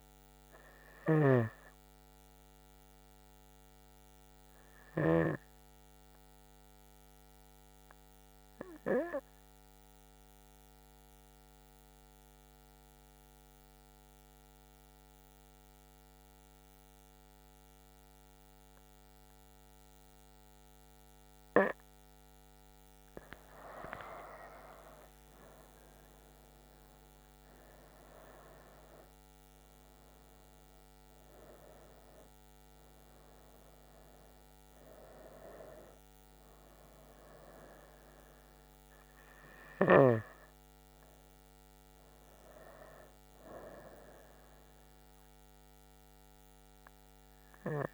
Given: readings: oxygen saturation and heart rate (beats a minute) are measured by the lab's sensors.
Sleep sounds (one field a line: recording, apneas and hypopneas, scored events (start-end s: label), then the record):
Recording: breathing in sleep by a microphone on the trachea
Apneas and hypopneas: 1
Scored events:
0.00-2.00 s: oxygen desaturation (device-marked, oxygen 92% lowest, heart rate 64 extreme)
2.50-5.50 s: arousal
9.00-21.50 s: mixed apnea (oxygen 98% before, 93% lowest, heart rate 68 before, 66 extreme, up 10 after)
22.50-26.00 s: arousal
25.00-47.94 s: oxygen desaturation (device-marked, oxygen 98% before, 94% lowest, heart rate 66 before, 63 extreme)
From the record:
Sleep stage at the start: N2 (light sleep)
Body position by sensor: on the right side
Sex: female